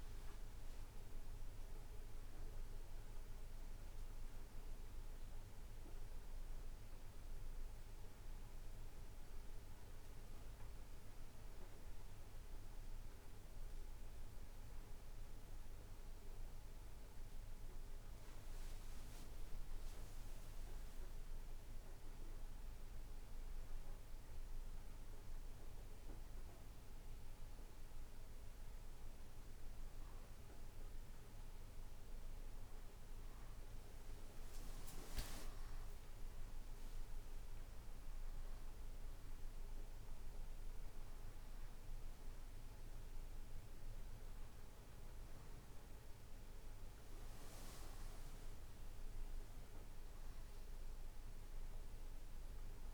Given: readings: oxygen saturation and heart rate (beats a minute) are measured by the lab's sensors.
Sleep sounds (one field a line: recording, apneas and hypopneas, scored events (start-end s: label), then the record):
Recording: breathing in sleep, hard to hear, by a room microphone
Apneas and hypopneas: none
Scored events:
none scored
From the record:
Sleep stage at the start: N2 (light sleep)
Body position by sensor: on the right side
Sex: male